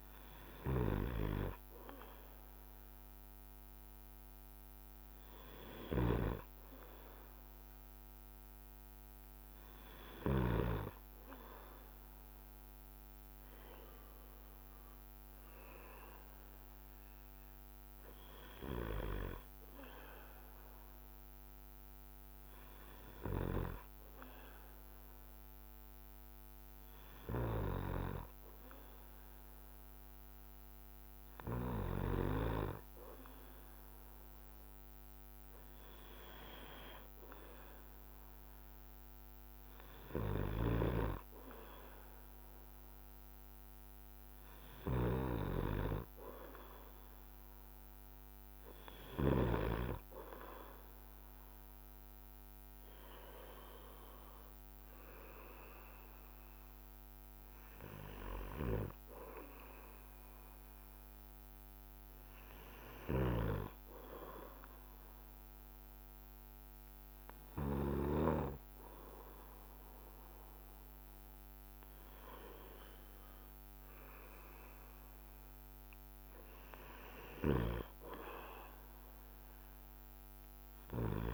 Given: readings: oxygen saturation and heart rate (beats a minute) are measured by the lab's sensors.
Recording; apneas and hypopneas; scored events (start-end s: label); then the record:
breathing in sleep by a microphone on the trachea; none
0.00-10.50 s: snoring (device-marked)
23.00-32.00 s: snoring (device-marked)
40.00-49.50 s: snoring (device-marked)
63.00-68.00 s: snoring (device-marked)
77.00-81.34 s: snoring (device-marked)
From the record:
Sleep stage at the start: N2 (light sleep); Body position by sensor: on the back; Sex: male